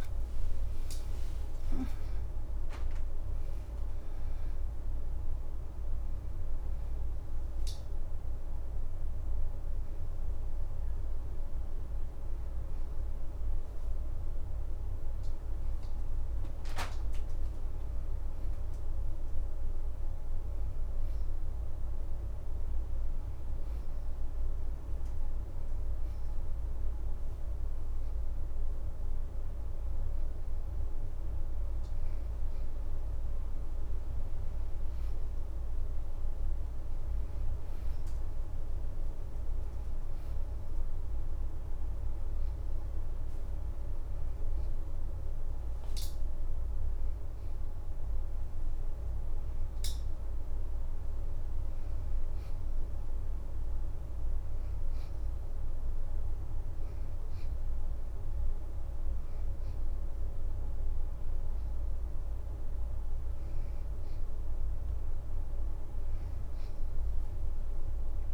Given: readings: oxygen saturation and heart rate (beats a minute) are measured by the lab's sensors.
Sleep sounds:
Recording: breathing in sleep, hard to hear, by a room microphone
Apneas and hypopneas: 1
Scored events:
0.00-3.50 s: leg movement (device-marked)
22.50-32.50 s: hypopnea (oxygen 93% before, 87% lowest, heart rate 78 before, 41 extreme, up 13 after)
34.00-38.00 s: arousal
40.00-50.00 s: oxygen desaturation (device-marked, oxygen 91% before, 87% lowest, heart rate 50 before, 38 extreme)
43.00-68.34 s: new sleep stage, N2 (light sleep)
From the record:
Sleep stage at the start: N1 (lightest sleep)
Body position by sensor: on the right side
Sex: female

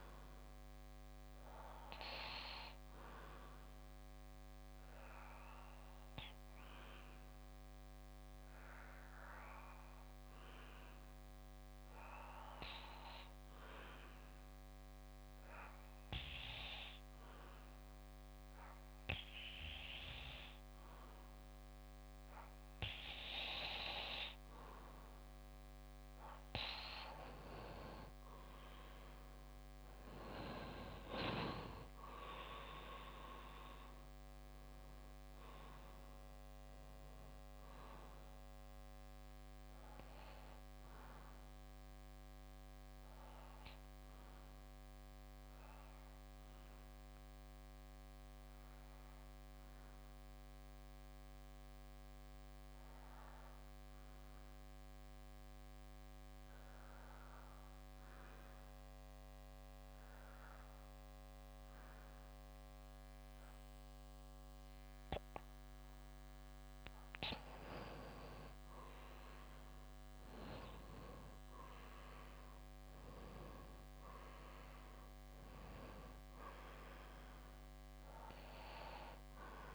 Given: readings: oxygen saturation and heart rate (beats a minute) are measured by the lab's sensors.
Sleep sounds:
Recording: breathing in sleep by a microphone on the trachea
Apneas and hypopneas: 2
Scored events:
0.50-3.50 s: bradycardia (device-marked, heart rate 63 before, 60 extreme)
1.50-25.50 s: obstructive apnea (oxygen 94% before, 92% lowest, heart rate 59 before, 57 extreme, up 6 after)
13.50-25.50 s: bradycardia (device-marked, heart rate 63 before, 58 extreme)
27.50-32.00 s: arousal
39.50-65.50 s: bradycardia (device-marked, heart rate 63 before, 57 extreme)
41.00-66.50 s: obstructive apnea (oxygen 93% before, 91% lowest, heart rate 62 before, 57 extreme, up 6 after)
69.00-73.50 s: arousal
From the record:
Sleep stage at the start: N2 (light sleep)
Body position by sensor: on the back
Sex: male

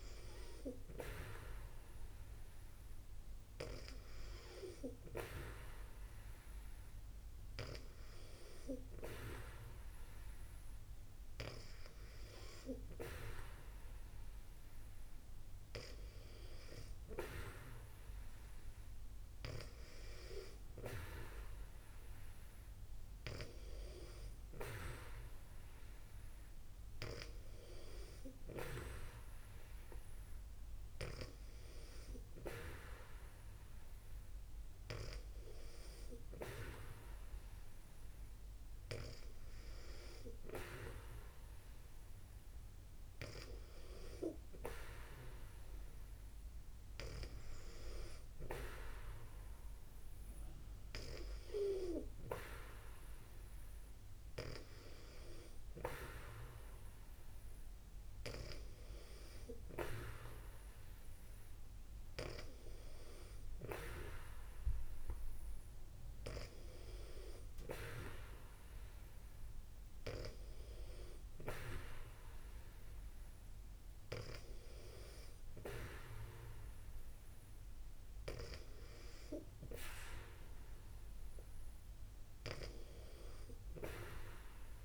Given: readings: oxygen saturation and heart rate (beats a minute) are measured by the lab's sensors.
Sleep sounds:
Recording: breathing in sleep by a room microphone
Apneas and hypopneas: none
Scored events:
none scored
From the record:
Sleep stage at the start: N2 (light sleep)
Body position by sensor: on the back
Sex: female

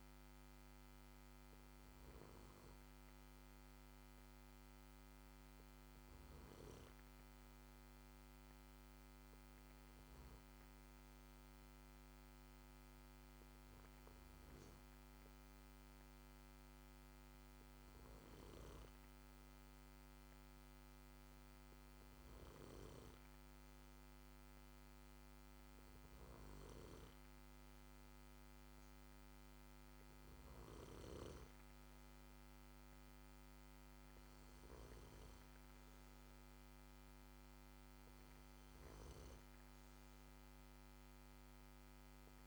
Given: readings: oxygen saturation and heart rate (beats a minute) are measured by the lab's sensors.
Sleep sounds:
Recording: breathing in sleep, hard to hear, by a microphone on the trachea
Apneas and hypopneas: none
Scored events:
none scored
From the record:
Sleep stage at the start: N2 (light sleep)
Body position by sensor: on the back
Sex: male

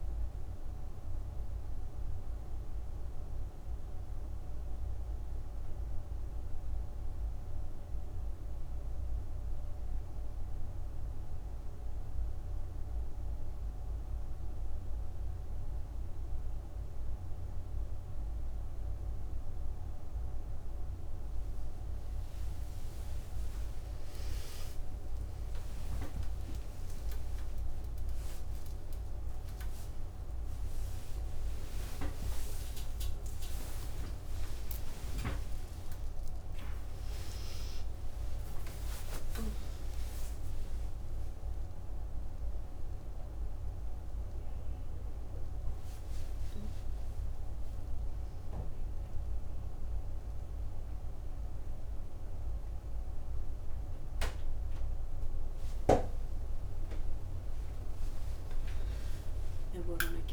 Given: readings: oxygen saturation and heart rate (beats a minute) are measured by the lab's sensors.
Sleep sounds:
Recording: a person partly awake in a sleep study, hard to hear, by a room microphone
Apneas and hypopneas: none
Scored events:
2.00-32.00 s: new sleep stage, N1 (lightest sleep)
32.00-60.33 s: new sleep stage, awake
From the record:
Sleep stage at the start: N2 (light sleep)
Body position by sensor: on the back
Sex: female

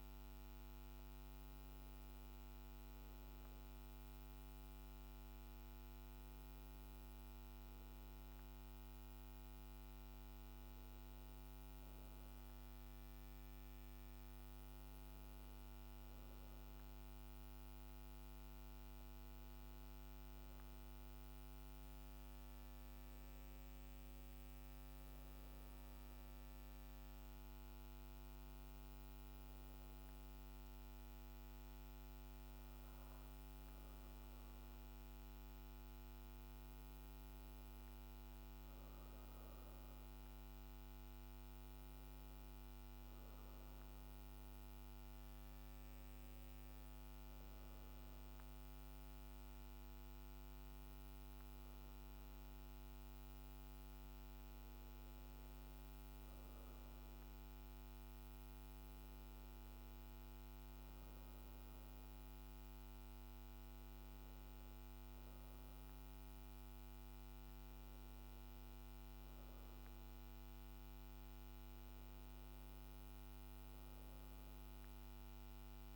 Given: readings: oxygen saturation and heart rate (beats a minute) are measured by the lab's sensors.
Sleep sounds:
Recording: breathing in sleep, hard to hear, by a microphone on the trachea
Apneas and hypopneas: none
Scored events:
48.00-55.00 s: oxygen desaturation (device-marked, oxygen 95% before, 92% lowest, heart rate 54 before, 53 extreme)
From the record:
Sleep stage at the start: REM sleep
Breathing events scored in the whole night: 171 in 4.5 hours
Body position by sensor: on the back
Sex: female

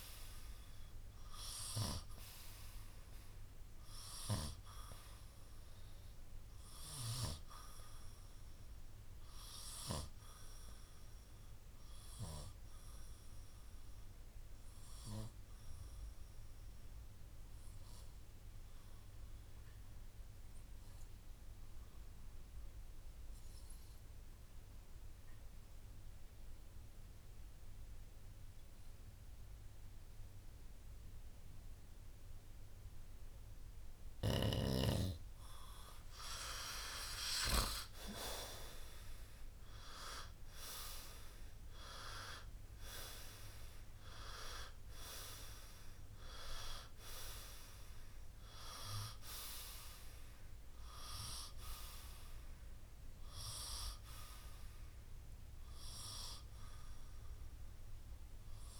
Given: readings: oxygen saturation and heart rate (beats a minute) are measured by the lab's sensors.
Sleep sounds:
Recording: breathing in sleep by a room microphone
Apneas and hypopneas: 1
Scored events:
2.00-21.00 s: oxygen desaturation (device-marked, oxygen 95% before, 90% lowest, heart rate 65 before, 58 extreme)
13.00-34.00 s: obstructive apnea (oxygen 97% before, 90% lowest, heart rate 65 before, 58 extreme, up 9 after)
36.50-40.50 s: arousal
41.00-55.00 s: oxygen desaturation (device-marked, oxygen 96% before, 92% lowest, heart rate 62 before, 57 extreme)
From the record:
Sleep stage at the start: N2 (light sleep)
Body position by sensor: on the right side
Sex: male

